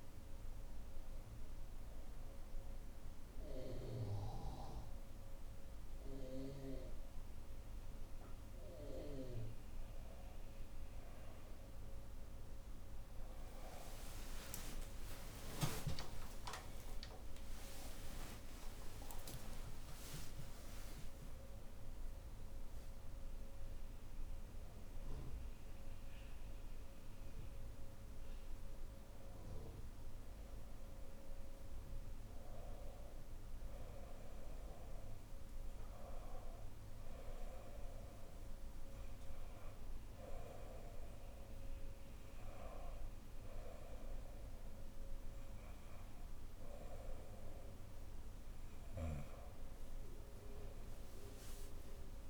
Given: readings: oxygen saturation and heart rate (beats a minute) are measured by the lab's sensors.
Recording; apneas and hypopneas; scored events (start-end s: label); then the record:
breathing in sleep by a room microphone; none
13.50-18.50 s: arousal
From the record:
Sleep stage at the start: N1 (lightest sleep); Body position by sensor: on the right side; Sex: female